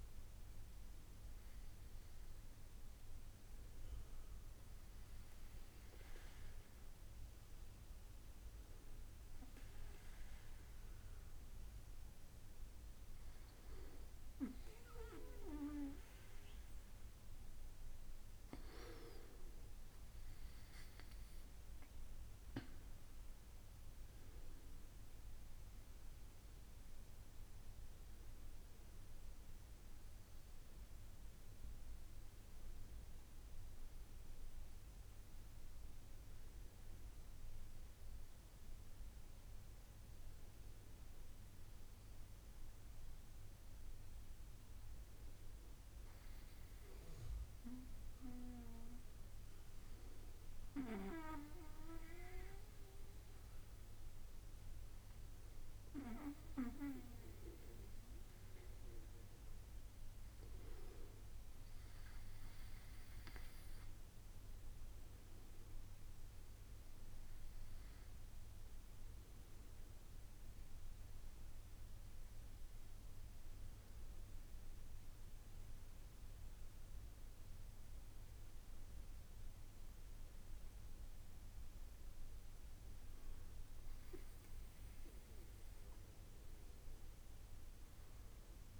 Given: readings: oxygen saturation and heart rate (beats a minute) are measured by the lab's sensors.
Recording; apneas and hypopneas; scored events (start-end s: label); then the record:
breathing in sleep by a room microphone; none
none scored
From the record:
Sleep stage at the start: N2 (light sleep); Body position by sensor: on the back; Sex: male